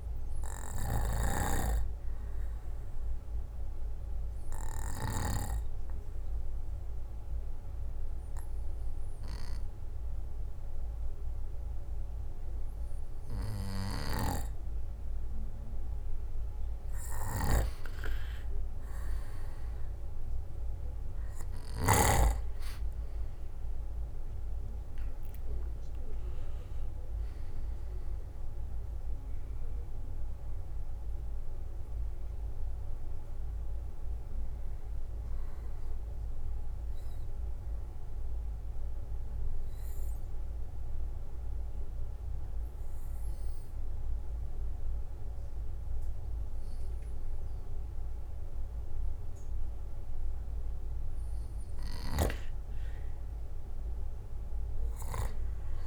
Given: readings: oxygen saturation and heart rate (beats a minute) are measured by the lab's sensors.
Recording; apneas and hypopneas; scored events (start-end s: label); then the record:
breathing in sleep by a room microphone; 2
2.00-15.50 s: obstructive apnea (oxygen 97% before, 90% lowest, heart rate 65 before, 61 extreme, up 6 after)
17.50-45.50 s: oxygen desaturation (device-marked, oxygen 95% before, 90% lowest, heart rate 64 before, 59 extreme)
19.50-22.00 s: arousal
22.50-35.50 s: drop in pulse transit time (device-marked, heart rate 65 before, 67 extreme)
38.50-51.00 s: obstructive apnea (oxygen 95% before, 90% lowest, heart rate 70 before, 57 extreme, up 9 after)
54.00-55.87 s: arousal
From the record:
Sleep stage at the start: N2 (light sleep); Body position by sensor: on the back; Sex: male